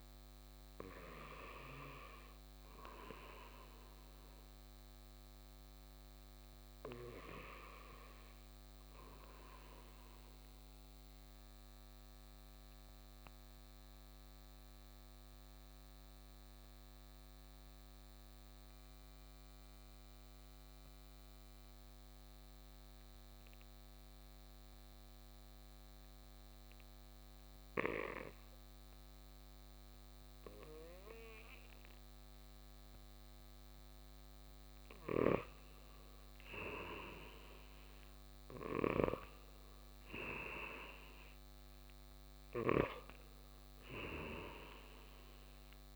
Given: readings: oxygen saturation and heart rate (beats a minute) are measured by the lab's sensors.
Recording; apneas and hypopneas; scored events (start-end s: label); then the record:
breathing in sleep by a microphone on the trachea; 1
12.00-34.00 s: mixed apnea (oxygen 98% before, 92% lowest, heart rate 58 before, 56 extreme, up 2 after)
31.00-40.00 s: oxygen desaturation (device-marked, oxygen 97% before, 93% lowest, heart rate 58 before, 58 extreme)
36.00-40.50 s: arousal
From the record:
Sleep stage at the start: N2 (light sleep); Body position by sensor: on the right side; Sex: male